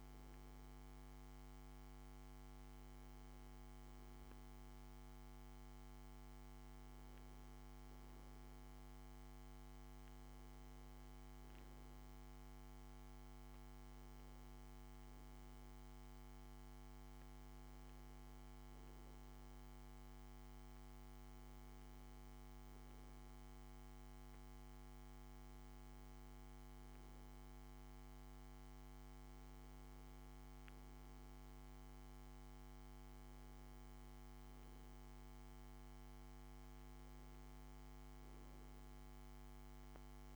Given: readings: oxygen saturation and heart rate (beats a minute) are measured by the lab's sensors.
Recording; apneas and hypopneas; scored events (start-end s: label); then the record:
breathing in sleep, hard to hear, by a microphone on the trachea; none
none scored
From the record:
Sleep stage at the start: N2 (light sleep); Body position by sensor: on the back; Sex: male